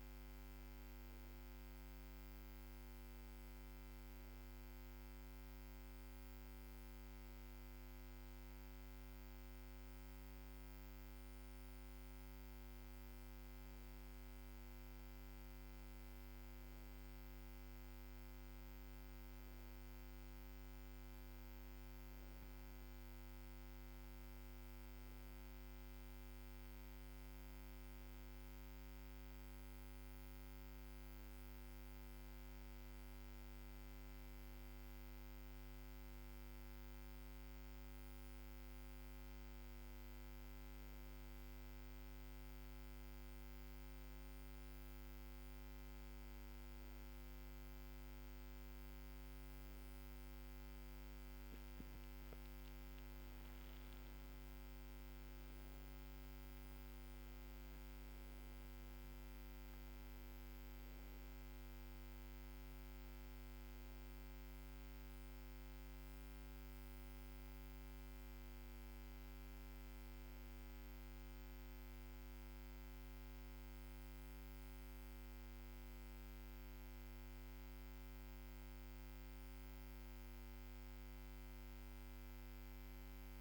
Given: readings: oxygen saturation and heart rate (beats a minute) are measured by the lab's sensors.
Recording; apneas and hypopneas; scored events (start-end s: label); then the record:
a person awake in a sleep study, hard to hear, by a microphone on the trachea; none
none scored
From the record:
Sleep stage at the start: awake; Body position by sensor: on the back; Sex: female